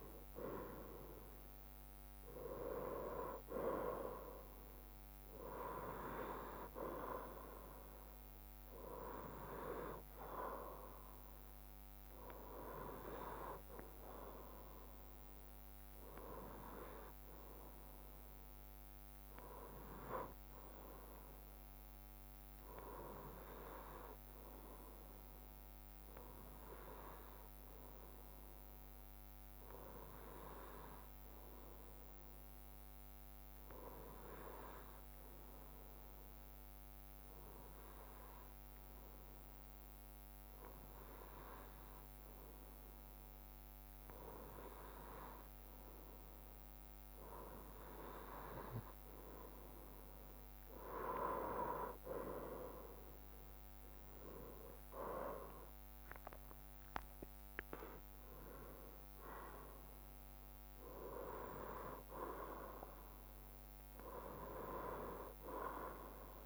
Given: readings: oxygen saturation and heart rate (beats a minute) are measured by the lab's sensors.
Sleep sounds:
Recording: breathing in sleep by a microphone on the trachea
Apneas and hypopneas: 1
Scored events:
0.00-2.00 s: arousal
27.00-46.50 s: obstructive apnea (oxygen 96% before, 94% lowest, heart rate 64 before, 61 extreme, up 4 after)
52.00-57.00 s: arousal
From the record:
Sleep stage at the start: N2 (light sleep)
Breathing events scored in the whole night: 153 in 4.2 hours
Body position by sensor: on the right side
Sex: male

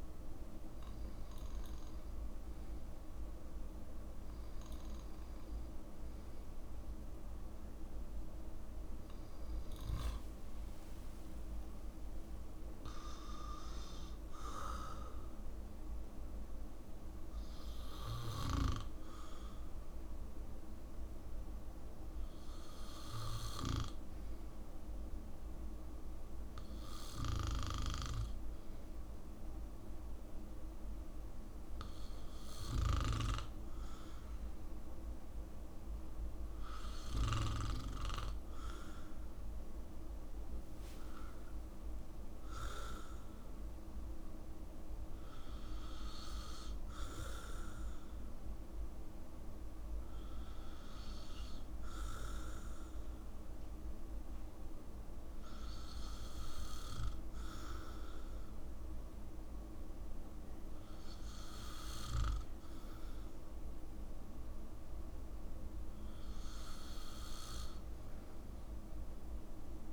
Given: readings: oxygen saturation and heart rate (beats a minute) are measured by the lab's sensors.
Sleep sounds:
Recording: breathing in sleep by a room microphone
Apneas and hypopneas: none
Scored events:
10.50-12.50 s: long interval between heartbeats (device-marked, heart rate 72 before, 76 extreme)
From the record:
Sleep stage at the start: N2 (light sleep)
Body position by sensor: on the back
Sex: male

